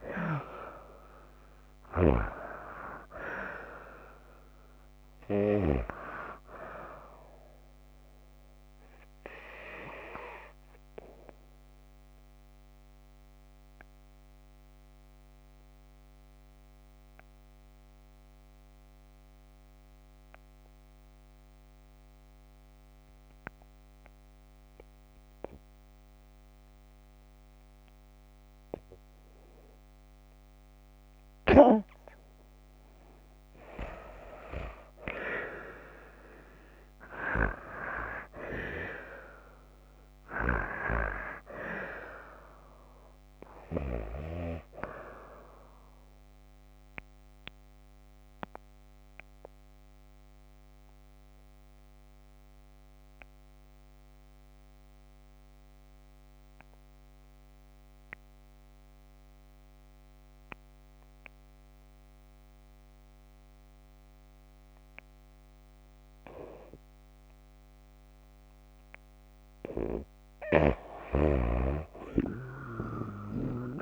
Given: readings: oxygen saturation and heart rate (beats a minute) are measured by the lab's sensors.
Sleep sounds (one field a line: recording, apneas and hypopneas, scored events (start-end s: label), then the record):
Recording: breathing in sleep by a microphone on the trachea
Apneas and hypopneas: 2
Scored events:
0.00-1.50 s: arousal
0.50-10.50 s: oxygen desaturation (device-marked, oxygen 97% before, 91% lowest)
9.50-29.00 s: obstructive apnea (oxygen 97% before, 88% lowest)
30.50-34.50 s: arousal
37.50-64.50 s: oxygen desaturation (device-marked, oxygen 95% before, 88% lowest)
47.00-67.00 s: obstructive apnea (oxygen 95% before, 88% lowest)
70.00-73.50 s: arousal
From the record:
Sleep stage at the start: N2 (light sleep)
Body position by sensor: on the back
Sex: female